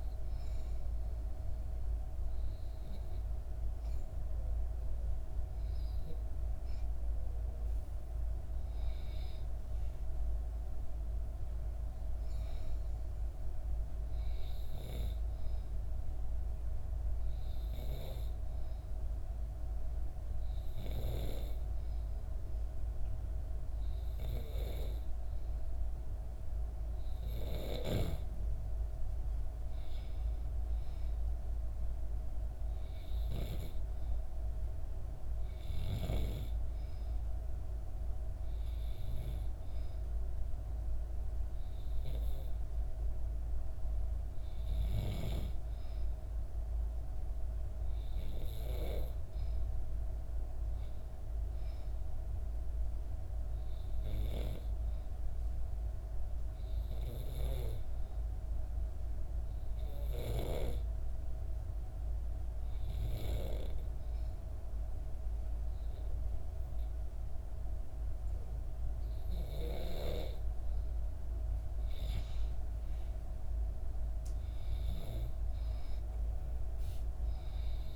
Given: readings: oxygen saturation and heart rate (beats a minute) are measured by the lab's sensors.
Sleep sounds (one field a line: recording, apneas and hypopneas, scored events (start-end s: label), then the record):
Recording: breathing in sleep by a room microphone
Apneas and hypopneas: 2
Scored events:
15.00-26.00 s: hypopnea (oxygen 95% before, 91% lowest, heart rate 67 before, 64 extreme, up 3 after)
29.00-32.50 s: arousal
54.50-70.50 s: hypopnea (oxygen 94% before, 91% lowest, heart rate 66 before, 65 extreme, up 4 after)
72.50-75.50 s: arousal
73.00-77.96 s: oxygen desaturation (device-marked, oxygen 94% before, 91% lowest, heart rate 67 before, 65 extreme)
From the record:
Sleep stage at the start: N2 (light sleep)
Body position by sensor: on the back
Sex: female